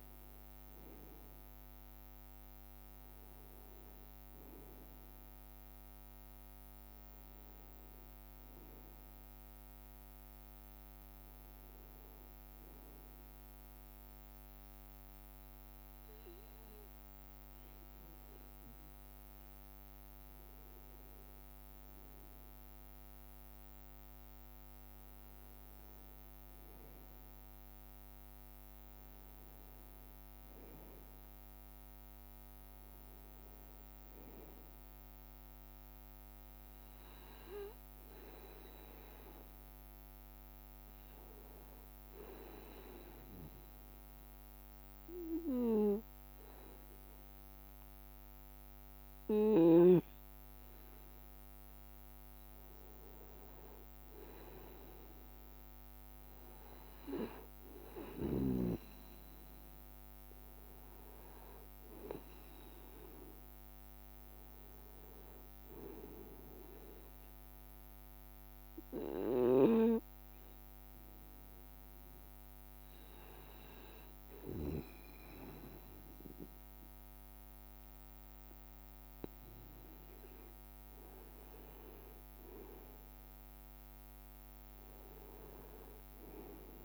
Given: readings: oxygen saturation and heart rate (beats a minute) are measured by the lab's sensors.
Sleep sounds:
breathing in sleep by a microphone on the trachea; 3
5.00-9.00 s: arousal
12.00-24.50 s: hypopnea (oxygen 94% before, 92% lowest, heart rate 67 before, 67 extreme, up 1 after)
26.00-30.00 s: arousal
27.50-86.85 s: new sleep stage, N1 (lightest sleep)
42.00-53.00 s: obstructive apnea (oxygen 95% before, 92% lowest, heart rate 67 before, 66 extreme, up 3 after)
55.00-59.50 s: arousal
68.00-80.00 s: hypopnea (oxygen 95% before, 92% lowest, heart rate 67 before, 66 extreme, up 3 after)
From the record:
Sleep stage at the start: N2 (light sleep); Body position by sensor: on the right side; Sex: male

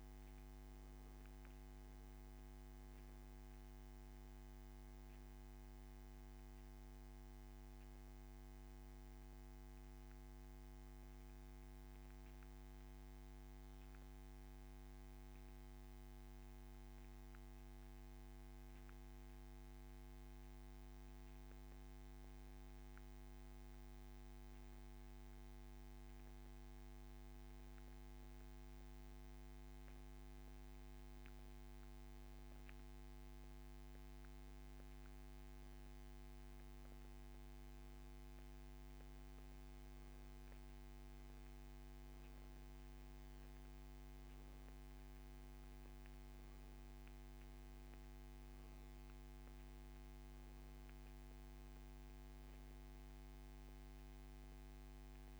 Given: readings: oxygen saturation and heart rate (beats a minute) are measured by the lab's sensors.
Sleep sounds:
breathing in sleep, hard to hear, by a microphone on the trachea; 1
0.00-31.50 s: oxygen desaturation (device-marked, oxygen 88% lowest)
9.00-32.50 s: mixed apnea (oxygen 97% before, 88% lowest)
35.00-39.50 s: arousal
From the record:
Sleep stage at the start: N2 (light sleep); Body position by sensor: on the back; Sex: male

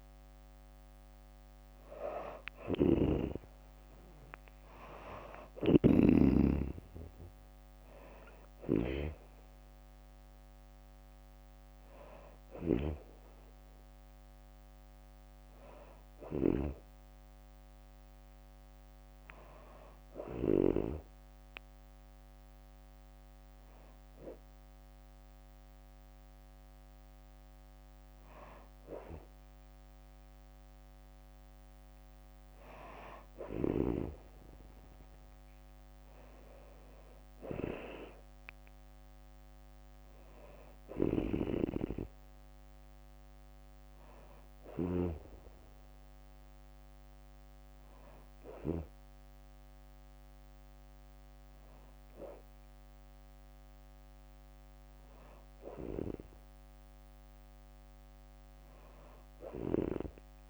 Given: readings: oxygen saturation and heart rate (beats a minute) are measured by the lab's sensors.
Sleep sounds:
breathing in sleep by a microphone on the trachea; none
2.00-20.50 s: snoring (device-marked)
2.50-17.50 s: drop in pulse transit time (device-marked, heart rate 67 before, 65 extreme)
40.50-44.50 s: snoring (device-marked)
40.50-57.50 s: oxygen desaturation (device-marked, oxygen 96% before, 92% lowest, heart rate 65 before, 63 extreme)
59.00-60.50 s: snoring (device-marked)
From the record:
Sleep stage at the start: N2 (light sleep); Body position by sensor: on the back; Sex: female

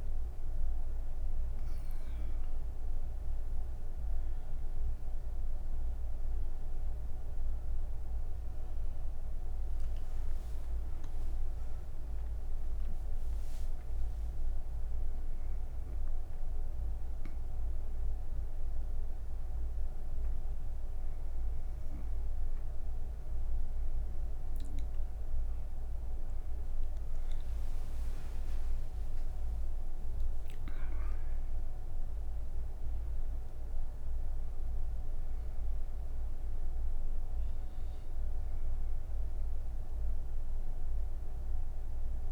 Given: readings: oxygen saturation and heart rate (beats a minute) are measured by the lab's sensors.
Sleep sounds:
breathing in sleep, hard to hear, by a room microphone; none
none scored
From the record:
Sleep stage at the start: N3 (deep sleep); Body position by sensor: on the right side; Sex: female

